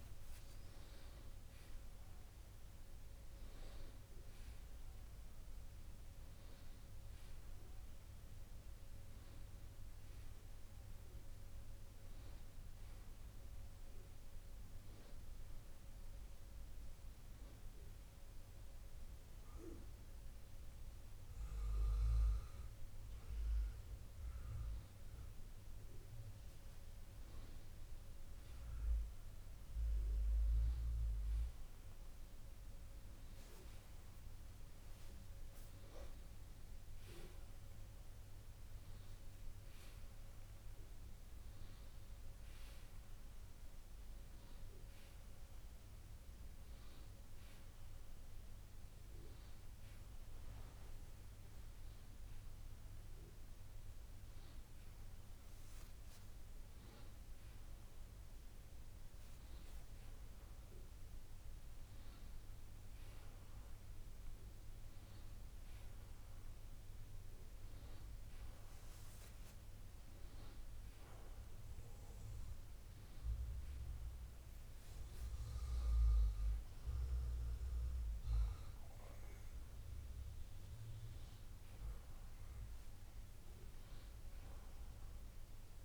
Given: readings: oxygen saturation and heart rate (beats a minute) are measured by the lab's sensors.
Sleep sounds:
breathing in sleep, hard to hear, by a room microphone; 1
15.00-26.00 s: hypopnea (oxygen 94% before, 92% lowest, heart rate 81 before, 61 extreme, up 1 after)
29.00-32.50 s: arousal
41.50-85.85 s: new sleep stage, REM sleep
From the record:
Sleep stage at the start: N2 (light sleep); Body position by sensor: on the back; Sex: male

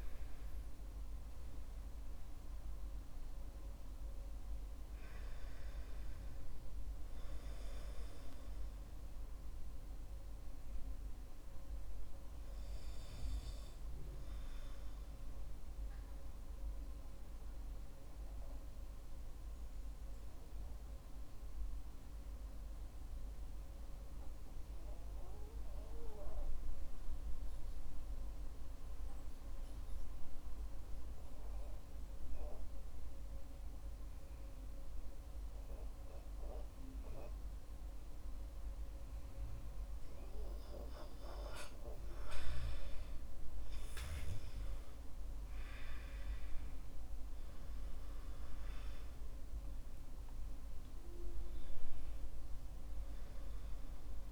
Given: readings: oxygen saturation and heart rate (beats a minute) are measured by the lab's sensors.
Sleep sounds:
breathing in sleep by a room microphone; 1
16.00-28.00 s: oxygen desaturation (device-marked, oxygen 96% before, 89% lowest, heart rate 65 before, 49 extreme)
16.00-41.00 s: hypopnea (oxygen 97% before, 89% lowest, heart rate 65 before, 49 extreme, up 15 after)
45.00-50.00 s: arousal
From the record:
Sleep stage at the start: REM sleep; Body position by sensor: on the back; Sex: male

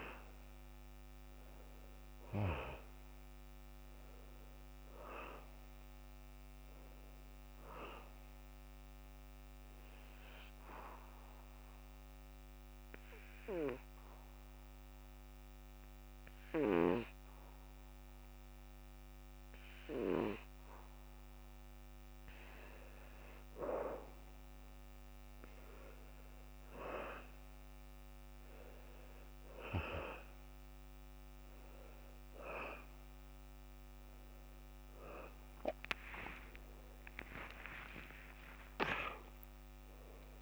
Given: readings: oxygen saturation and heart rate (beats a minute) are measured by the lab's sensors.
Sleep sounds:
breathing in sleep by a microphone on the trachea; 1
1.00-24.00 s: oxygen desaturation (device-marked, oxygen 97% before, 88% lowest, heart rate 71 before, 73 extreme)
8.50-21.50 s: hypopnea (oxygen 97% before, 88% lowest, heart rate 73 before, 73 extreme, up 3 after)
36.00-40.42 s: arousal
From the record:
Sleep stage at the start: N2 (light sleep); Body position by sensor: on the back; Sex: male

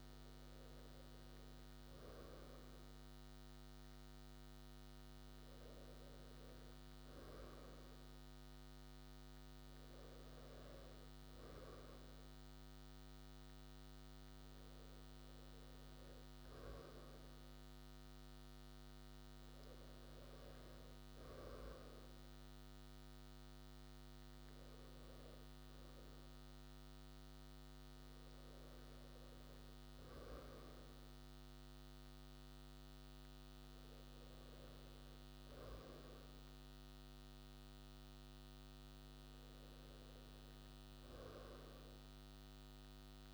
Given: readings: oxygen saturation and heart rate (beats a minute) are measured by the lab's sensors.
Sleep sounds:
a person awake in a sleep study, hard to hear, by a microphone on the trachea; none
none scored
From the record:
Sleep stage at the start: awake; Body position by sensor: on the right side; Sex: male

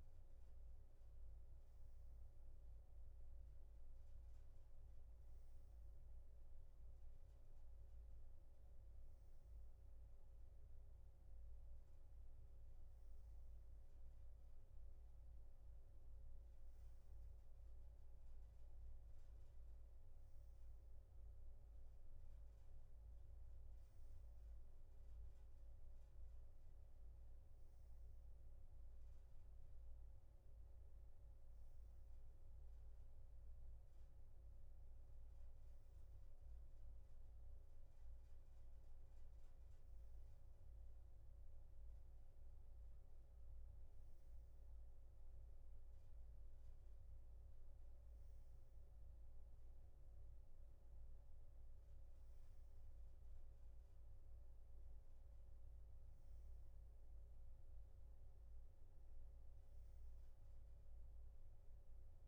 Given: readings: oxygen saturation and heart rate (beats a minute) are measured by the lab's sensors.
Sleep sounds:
breathing in sleep, hard to hear, by a room microphone; none
none scored
From the record:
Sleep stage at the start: N2 (light sleep); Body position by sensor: on the back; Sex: male

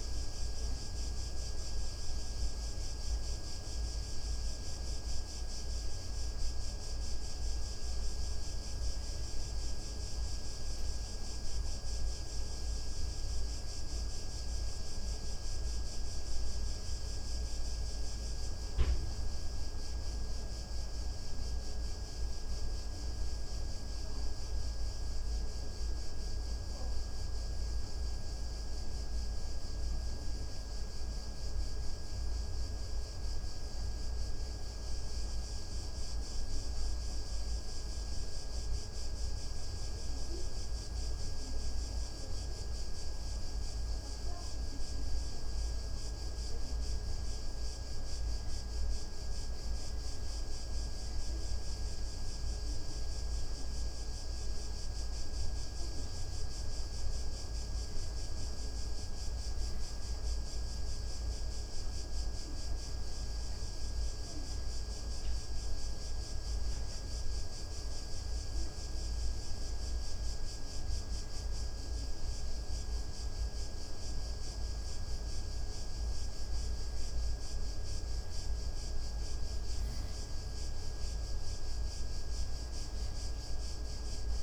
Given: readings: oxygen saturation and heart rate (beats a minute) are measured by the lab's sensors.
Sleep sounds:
breathing in sleep, hard to hear, by a room microphone; 1
2.00-13.50 s: hypopnea (oxygen 93% before, 91% lowest)
2.00-84.43 s: new sleep stage, N2 (light sleep)
16.50-20.50 s: arousal
21.00-30.00 s: oxygen desaturation (device-marked, oxygen 94% before, 91% lowest)
From the record:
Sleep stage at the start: N1 (lightest sleep); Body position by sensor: on the back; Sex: male

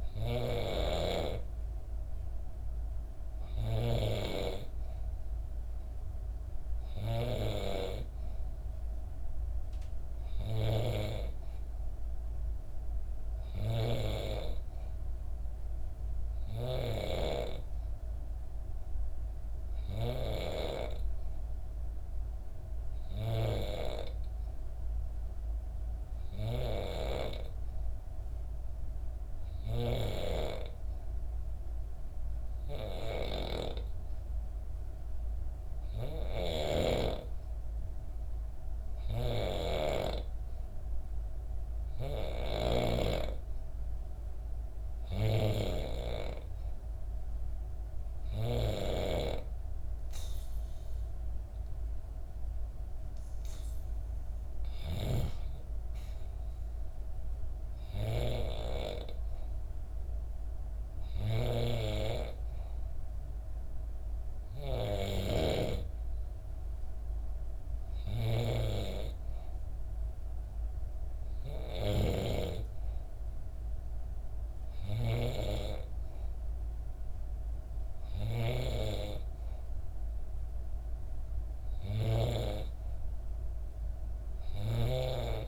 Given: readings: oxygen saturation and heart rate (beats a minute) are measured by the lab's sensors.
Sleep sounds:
breathing in sleep by a room microphone; 1
0.00-7.50 s: oxygen desaturation (device-marked, oxygen 90% lowest, heart rate 63 extreme)
14.50-17.50 s: arousal
21.00-33.00 s: hypopnea (oxygen 94% before, 91% lowest, heart rate 64 before, 64 extreme, up 2 after)
36.00-40.50 s: arousal
36.00-42.50 s: snoring (device-marked)
64.50-68.00 s: snoring (device-marked)
84.00-85.48 s: snoring (device-marked)
From the record:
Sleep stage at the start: N2 (light sleep); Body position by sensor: on the back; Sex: female

